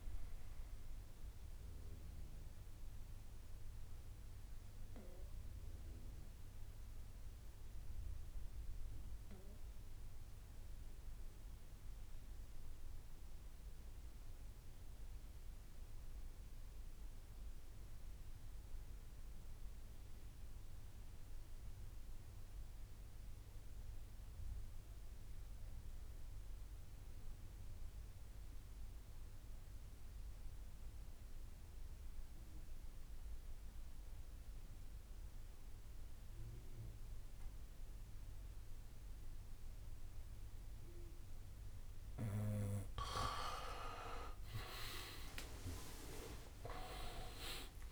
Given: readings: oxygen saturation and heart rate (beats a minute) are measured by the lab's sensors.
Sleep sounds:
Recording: breathing in sleep by a room microphone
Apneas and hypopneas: 1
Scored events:
0.00-9.00 s: bradycardia (device-marked, heart rate 52 extreme)
0.00-9.00 s: oxygen desaturation (device-marked, oxygen 86% lowest, heart rate 52 extreme)
2.00-43.00 s: obstructive apnea (oxygen 98% before, 82% lowest, heart rate 69 before, 56 extreme, up 48 after)
28.00-47.92 s: oxygen desaturation (device-marked, oxygen 99% before, 82% lowest, heart rate 60 before, 57 extreme)
45.00-47.92 s: arousal
45.00-47.92 s: drop in pulse transit time (device-marked, heart rate 62 before, 66 extreme)
45.00-47.92 s: tachycardia (device-marked, heart rate 67 before, 106 extreme)
From the record:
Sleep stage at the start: N2 (light sleep)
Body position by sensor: on the back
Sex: male

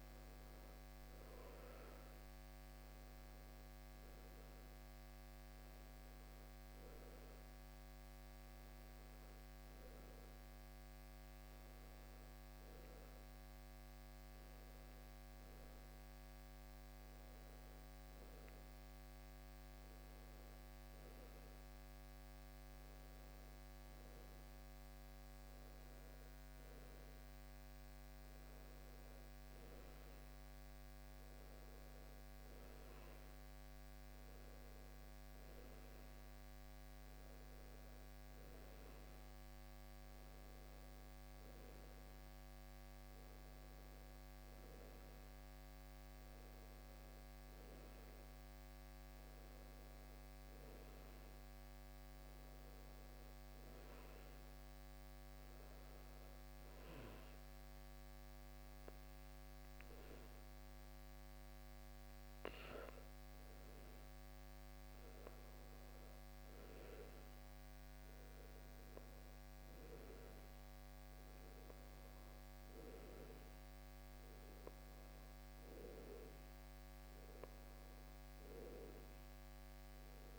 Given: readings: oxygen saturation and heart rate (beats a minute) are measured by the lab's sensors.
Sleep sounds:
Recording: breathing in sleep, hard to hear, by a microphone on the trachea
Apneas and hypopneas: 1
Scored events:
57.00-74.00 s: oxygen desaturation (device-marked, oxygen 97% before, 93% lowest, heart rate 62 before, 59 extreme)
60.00-71.00 s: hypopnea (oxygen 97% before, 92% lowest, heart rate 62 before, 61 extreme, up 8 after)
72.00-77.00 s: arousal
From the record:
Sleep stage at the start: N1 (lightest sleep)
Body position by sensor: on the back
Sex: male

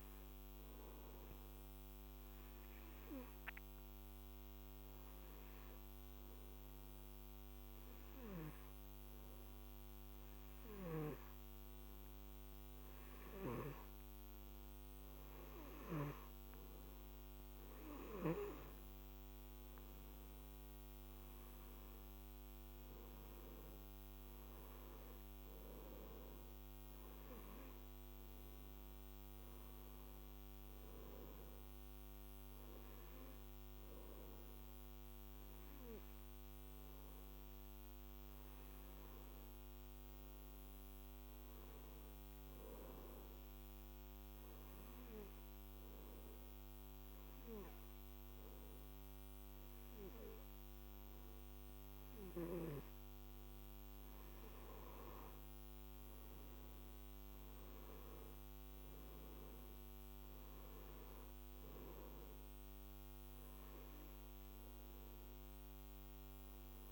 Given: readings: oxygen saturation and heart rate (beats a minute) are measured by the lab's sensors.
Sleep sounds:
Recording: breathing in sleep by a microphone on the trachea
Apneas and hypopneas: 2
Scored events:
3.00-16.50 s: hypopnea (oxygen 97% before, 92% lowest, heart rate 58 before, 53 extreme, up 11 after)
18.50-22.50 s: arousal
21.00-34.00 s: oxygen desaturation (device-marked, oxygen 97% before, 92% lowest, heart rate 59 before, 52 extreme)
43.50-54.50 s: hypopnea (oxygen 97% before, 92% lowest, heart rate 61 before, 52 extreme, up 14 after)
57.00-66.92 s: oxygen desaturation (device-marked, oxygen 97% before, 92% lowest, heart rate 58 before, 48 extreme)
57.50-61.00 s: arousal
From the record:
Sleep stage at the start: N2 (light sleep)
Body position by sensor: on the back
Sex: male

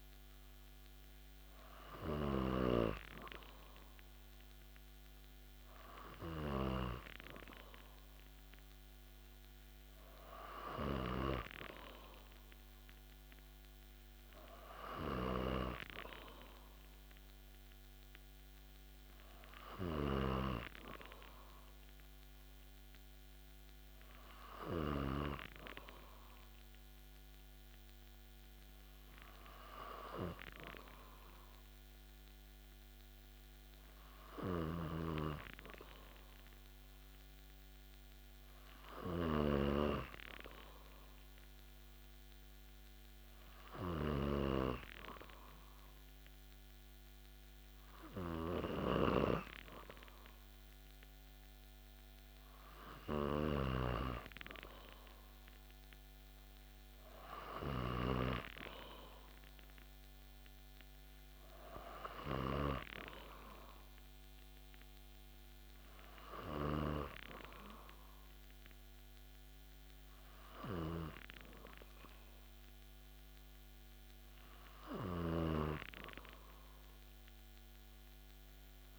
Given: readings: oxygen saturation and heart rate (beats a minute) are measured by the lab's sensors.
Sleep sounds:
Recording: breathing in sleep by a microphone on the trachea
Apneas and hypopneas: 1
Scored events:
0.00-1.50 s: arousal
31.50-56.00 s: hypopnea (oxygen 96% before, 93% lowest)
34.50-40.00 s: snoring (device-marked)
58.50-62.00 s: arousal
75.00-78.99 s: snoring (device-marked)
From the record:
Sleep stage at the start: N2 (light sleep)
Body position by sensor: on the back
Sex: male

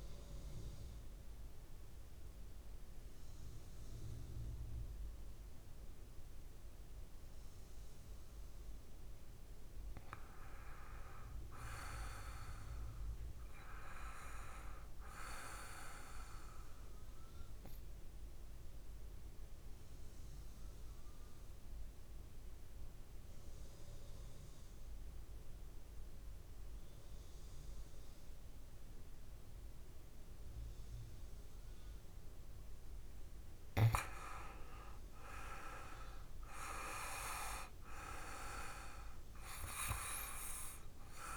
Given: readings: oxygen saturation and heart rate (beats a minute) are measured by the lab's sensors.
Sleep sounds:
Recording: breathing in sleep by a room microphone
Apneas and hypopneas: 2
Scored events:
0.50-10.50 s: obstructive apnea (oxygen 99% before, 92% lowest, heart rate 61 before, 59 extreme, up 4 after)
11.50-15.00 s: arousal
16.00-28.00 s: oxygen desaturation (device-marked, oxygen 97% before, 94% lowest, heart rate 60 before, 60 extreme)
18.50-32.50 s: obstructive apnea (oxygen 98% before, 90% lowest, heart rate 61 before, 61 extreme, up 4 after)
34.00-41.37 s: oxygen desaturation (device-marked, oxygen 97% before, 92% lowest, heart rate 61 before, 61 extreme)
34.50-38.50 s: arousal
From the record:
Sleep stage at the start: N2 (light sleep)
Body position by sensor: on the back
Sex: male

